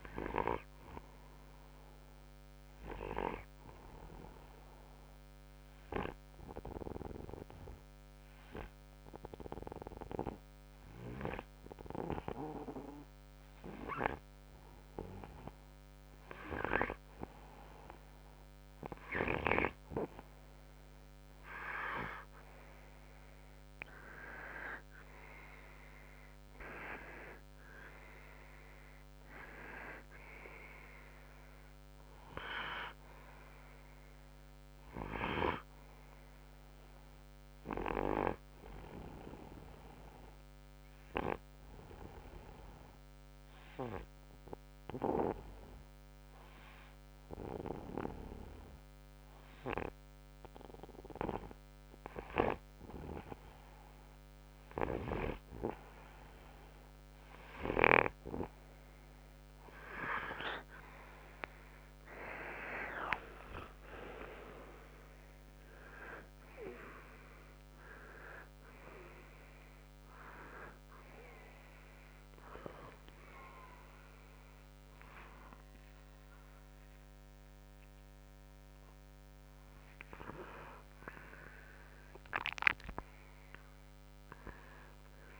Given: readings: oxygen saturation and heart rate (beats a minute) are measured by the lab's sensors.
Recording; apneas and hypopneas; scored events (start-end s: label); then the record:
breathing in sleep by a microphone on the trachea; 2
0.00-14.00 s: oxygen desaturation (device-marked, oxygen 91% lowest, heart rate 60 extreme)
3.50-17.50 s: hypopnea (oxygen 96% before, 91% lowest, heart rate 64 before, 60 extreme, up 5 after)
21.00-25.50 s: arousal
39.00-53.00 s: hypopnea (oxygen 95% before, 92% lowest, heart rate 65 before, 60 extreme, up 3 after)
60.00-63.50 s: arousal
67.00-78.00 s: oxygen desaturation (device-marked, oxygen 95% before, 92% lowest, heart rate 66 before, 57 extreme)
76.00-80.00 s: arousal
From the record:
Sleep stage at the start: N2 (light sleep); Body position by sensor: on the right side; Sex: male